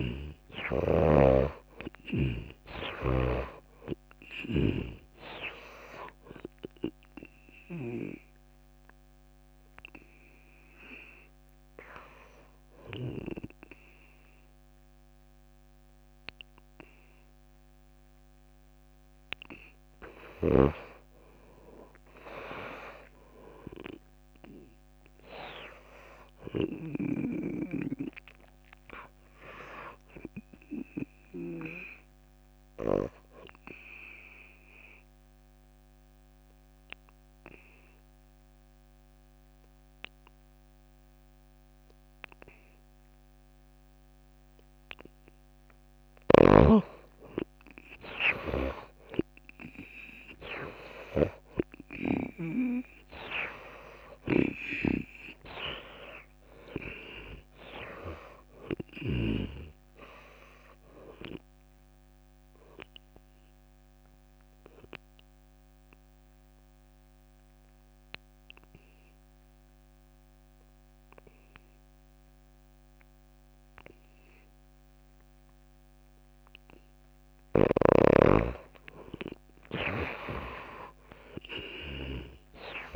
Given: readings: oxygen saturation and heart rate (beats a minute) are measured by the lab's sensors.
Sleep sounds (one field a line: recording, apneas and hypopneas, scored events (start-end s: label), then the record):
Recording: breathing in sleep by a microphone on the trachea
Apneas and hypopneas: 3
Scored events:
0.00-1.00 s: arousal
0.00-1.50 s: snoring (device-marked)
0.00-13.00 s: oxygen desaturation (device-marked, oxygen 81% lowest)
3.50-8.50 s: snoring (device-marked)
8.00-19.50 s: hypopnea (oxygen 97% before, 81% lowest)
20.50-25.00 s: arousal
32.00-45.50 s: obstructive apnea (oxygen 97% before, 85% lowest)
47.00-50.50 s: arousal
48.00-67.00 s: oxygen desaturation (device-marked, oxygen 95% before, 85% lowest)
54.50-59.50 s: snoring (device-marked)
62.50-77.50 s: obstructive apnea (oxygen 95% before, 73% lowest)
77.50-82.95 s: snoring (device-marked)
79.00-82.95 s: oxygen desaturation (device-marked, oxygen 97% before, 87% lowest)
79.50-82.95 s: arousal
From the record:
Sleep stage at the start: N2 (light sleep)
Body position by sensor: on the back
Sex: female